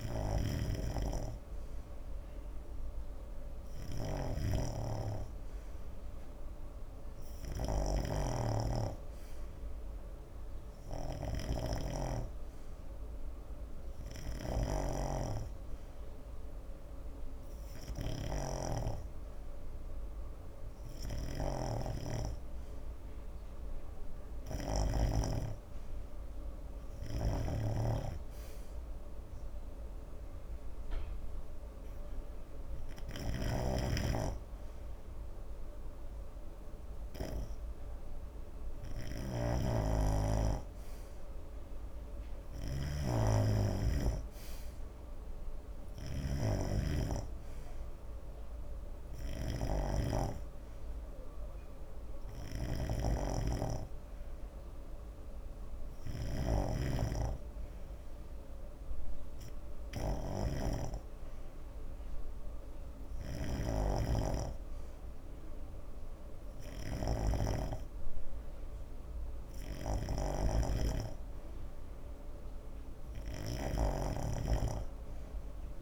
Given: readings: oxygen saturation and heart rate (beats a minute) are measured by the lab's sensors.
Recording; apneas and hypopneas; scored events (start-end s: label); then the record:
breathing in sleep by a room microphone; none
0.00-25.50 s: snoring (device-marked)
27.50-38.00 s: snoring (device-marked)
40.00-75.82 s: snoring (device-marked)
From the record:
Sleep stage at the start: N2 (light sleep); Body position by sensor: on the right side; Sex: male